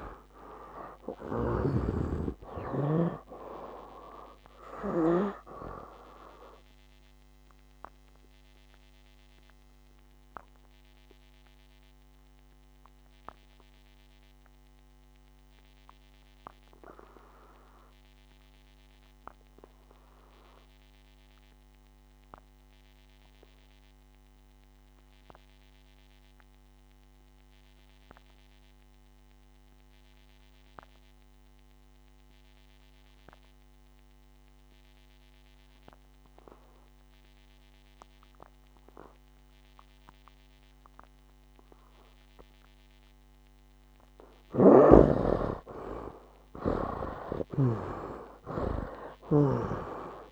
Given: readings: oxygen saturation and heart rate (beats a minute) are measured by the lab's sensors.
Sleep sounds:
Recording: breathing in sleep by a microphone on the trachea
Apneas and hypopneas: 1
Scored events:
0.00-3.50 s: arousal
0.00-5.50 s: snoring (device-marked)
0.00-28.50 s: oxygen desaturation (device-marked, oxygen 72% lowest, heart rate 58 extreme)
7.50-43.50 s: obstructive apnea (oxygen 97% before, 70% lowest, heart rate 67 before, 58 extreme, up 15 after)
41.50-50.32 s: oxygen desaturation (device-marked, oxygen 98% before, 70% lowest, heart rate 60 before, 58 extreme)
44.50-50.32 s: snoring (device-marked)
47.50-50.32 s: arousal
From the record:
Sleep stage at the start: N2 (light sleep)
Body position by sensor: on the back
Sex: male

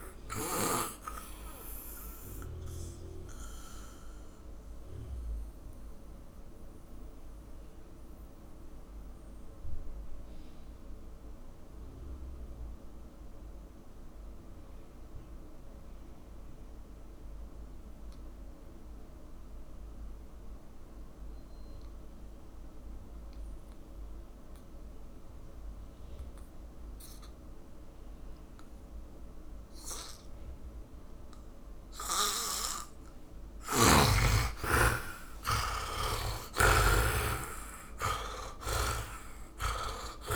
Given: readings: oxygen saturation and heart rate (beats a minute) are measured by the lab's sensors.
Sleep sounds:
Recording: breathing in sleep by a room microphone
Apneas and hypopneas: 1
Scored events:
0.00-22.00 s: oxygen desaturation (device-marked, oxygen 78% lowest, heart rate 48 extreme)
2.00-32.50 s: mixed apnea (oxygen 100% before, 76% lowest, heart rate 64 before, 48 extreme, up 37 after)
33.50-37.50 s: arousal
38.50-40.35 s: snoring (device-marked)
From the record:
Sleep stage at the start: N2 (light sleep)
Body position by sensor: on the back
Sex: male

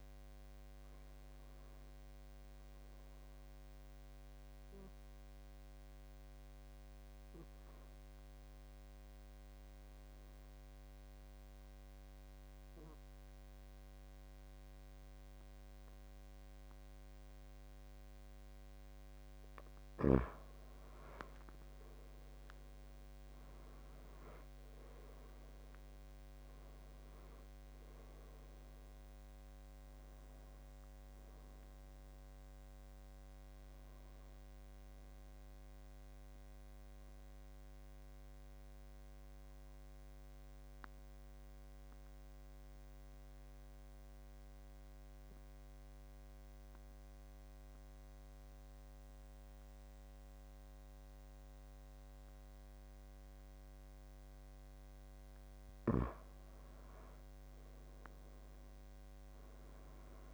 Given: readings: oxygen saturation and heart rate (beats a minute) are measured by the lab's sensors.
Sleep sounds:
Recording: breathing in sleep, hard to hear, by a microphone on the trachea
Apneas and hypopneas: 2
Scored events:
0.00-11.50 s: oxygen desaturation (device-marked, oxygen 91% lowest, heart rate 69 extreme)
0.50-19.00 s: obstructive apnea (oxygen 98% before, 88% lowest, heart rate 78 before, 64 extreme, up 11 after)
20.50-24.50 s: arousal
20.50-47.50 s: oxygen desaturation (device-marked, oxygen 95% before, 88% lowest, heart rate 77 before, 64 extreme)
33.50-54.50 s: obstructive apnea (oxygen 95% before, 85% lowest, heart rate 82 before, 66 extreme, up 14 after)
56.50-60.34 s: oxygen desaturation (device-marked, oxygen 97% before, 88% lowest, heart rate 72 before, 66 extreme)
57.50-60.34 s: arousal
From the record:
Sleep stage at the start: N2 (light sleep)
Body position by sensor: on the back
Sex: male

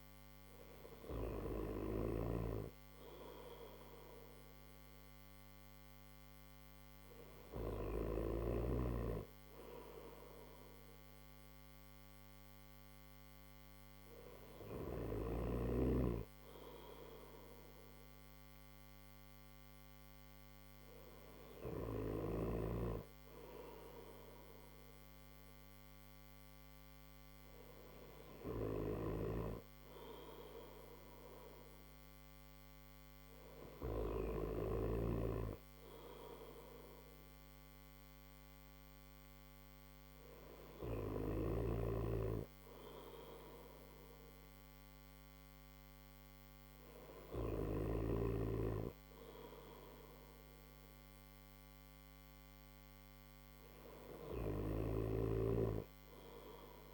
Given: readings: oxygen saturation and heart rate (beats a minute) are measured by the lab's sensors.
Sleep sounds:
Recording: breathing in sleep by a microphone on the trachea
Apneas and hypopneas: none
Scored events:
none scored
From the record:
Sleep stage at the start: N1 (lightest sleep)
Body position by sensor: on the right side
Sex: male

